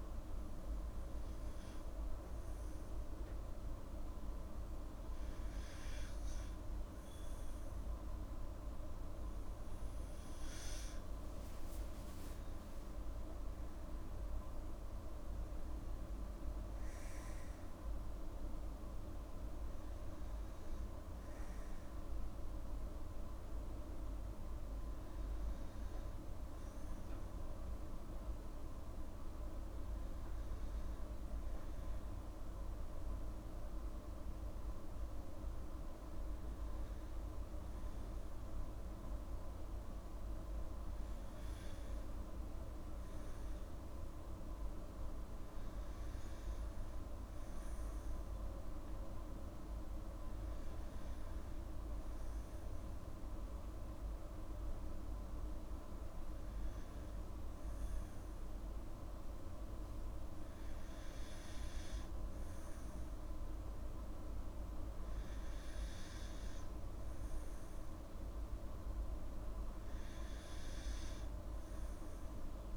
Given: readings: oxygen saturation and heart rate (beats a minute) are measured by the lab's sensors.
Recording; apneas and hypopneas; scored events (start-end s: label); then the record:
breathing in sleep, hard to hear, by a room microphone; none
none scored
From the record:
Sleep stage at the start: N2 (light sleep); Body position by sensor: on the back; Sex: female